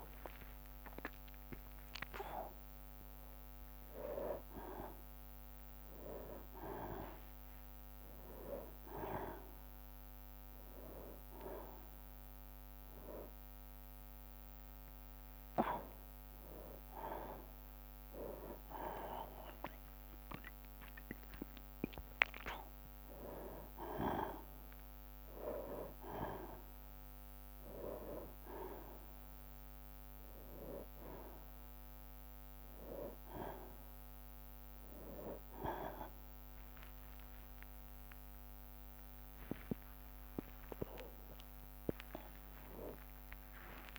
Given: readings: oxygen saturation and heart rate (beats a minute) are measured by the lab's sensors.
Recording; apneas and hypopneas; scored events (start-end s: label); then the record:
a person awake in a sleep study, by a microphone on the trachea; none
0.50-2.50 s: long interval between heartbeats (device-marked, heart rate 74 before, 77 extreme)
14.00-24.00 s: drop in pulse transit time (device-marked, heart rate 70 before, 70 extreme)
34.00-43.99 s: tachycardia (device-marked, heart rate 92 before, 196 extreme)
36.00-38.00 s: long interval between heartbeats (device-marked, heart rate 70 before, 74 extreme)
39.50-41.50 s: long interval between heartbeats (device-marked, heart rate 75 before, 169 extreme)
40.00-43.99 s: drop in pulse transit time (device-marked, heart rate 80 before, 105 extreme)
41.50-43.50 s: long interval between heartbeats (device-marked, heart rate 86 before, 182 extreme)
From the record:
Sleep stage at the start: awake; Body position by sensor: on the back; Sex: male